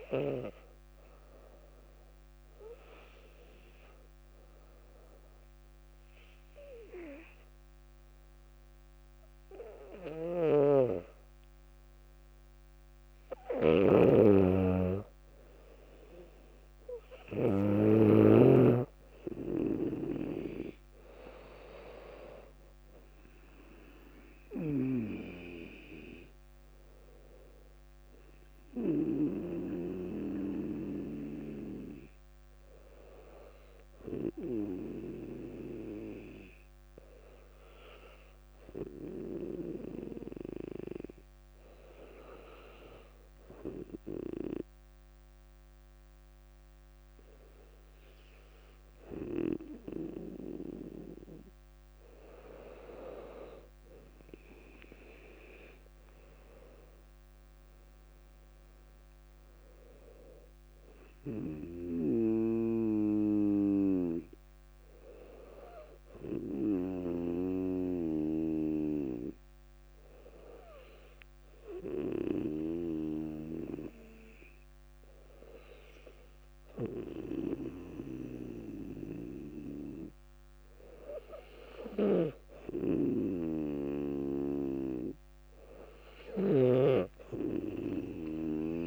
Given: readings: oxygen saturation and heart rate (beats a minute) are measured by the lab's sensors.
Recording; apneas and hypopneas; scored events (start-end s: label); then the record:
breathing in sleep by a microphone on the trachea; 3
0.50-14.00 s: obstructive apnea (oxygen 99% before, 95% lowest, heart rate 61 before, 56 extreme, up 5 after)
10.50-18.50 s: snoring (device-marked)
19.00-43.00 s: oxygen desaturation (device-marked, oxygen 99% before, 95% lowest, heart rate 57 before, 58 extreme)
20.00-24.50 s: arousal
36.00-53.00 s: obstructive apnea (oxygen 99% before, 96% lowest, heart rate 62 before, 58 extreme, up 4 after)
56.00-60.50 s: arousal
65.50-82.50 s: obstructive apnea (oxygen 99% before, 97% lowest, heart rate 61 before, 55 extreme, up 0 after)
From the record:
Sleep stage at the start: N2 (light sleep); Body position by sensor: on the back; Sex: female